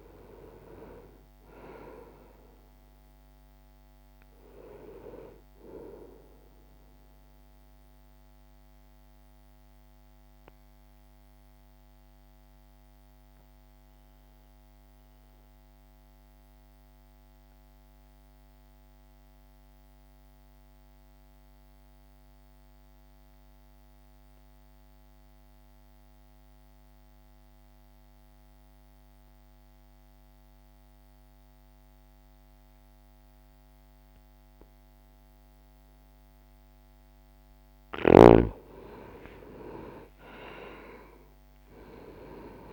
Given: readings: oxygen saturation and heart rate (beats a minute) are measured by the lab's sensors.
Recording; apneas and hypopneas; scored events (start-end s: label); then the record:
breathing in sleep by a microphone on the trachea; 1
0.00-8.00 s: oxygen desaturation (device-marked, oxygen 89% lowest, heart rate 59 extreme)
7.00-36.00 s: obstructive apnea (oxygen 98% before, 84% lowest, heart rate 66 before, 60 extreme, up 11 after)
16.00-29.00 s: oxygen desaturation (device-marked, oxygen 91% before, 84% lowest, heart rate 65 before, 60 extreme)
38.50-42.50 s: arousal
From the record:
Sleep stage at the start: N2 (light sleep); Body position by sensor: on the right side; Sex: male